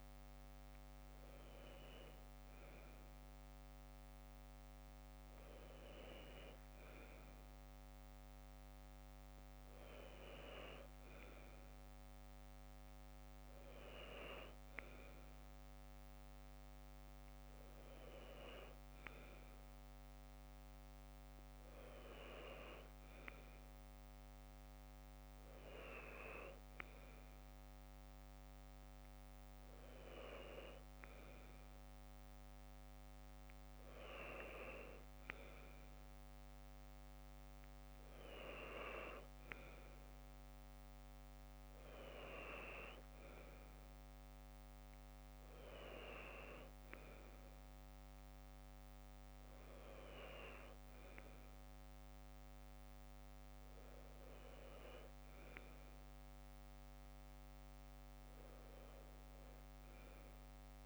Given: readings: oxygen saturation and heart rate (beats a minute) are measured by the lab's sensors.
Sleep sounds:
breathing in sleep by a microphone on the trachea; none
none scored
From the record:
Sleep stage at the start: N2 (light sleep); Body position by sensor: on the left side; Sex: female

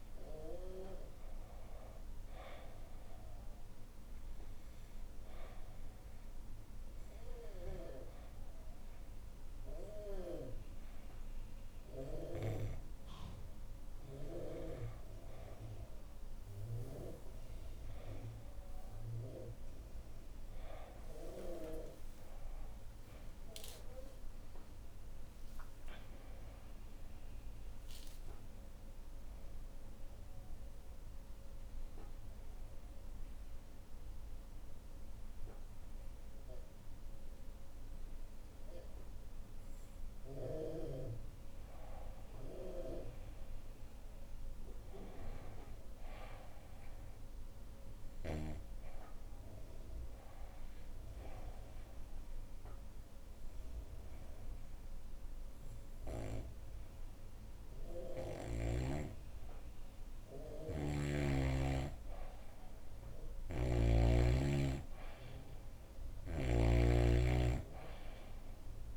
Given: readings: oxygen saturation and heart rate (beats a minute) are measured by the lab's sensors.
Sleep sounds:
breathing in sleep by a room microphone; 3
0.50-68.96 s: new sleep stage, N2 (light sleep)
4.50-15.00 s: hypopnea (oxygen 98% before, 92% lowest, heart rate 73 before, 70 extreme, up 32 after)
22.00-26.50 s: arousal
31.00-41.50 s: obstructive apnea (oxygen 96% before, 92% lowest, heart rate 88 before, 70 extreme, up 3 after)
42.50-45.50 s: arousal
47.50-57.50 s: oxygen desaturation (device-marked, oxygen 97% before, 93% lowest, heart rate 84 before, 73 extreme)
51.00-61.00 s: obstructive apnea (oxygen 97% before, 91% lowest, heart rate 80 before, 73 extreme, up 2 after)
63.00-68.96 s: snoring (device-marked)
67.50-68.96 s: oxygen desaturation (device-marked, oxygen 96% before, 92% lowest, heart rate 73 before, 71 extreme)
From the record:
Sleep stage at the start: N1 (lightest sleep); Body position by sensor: on the back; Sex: female

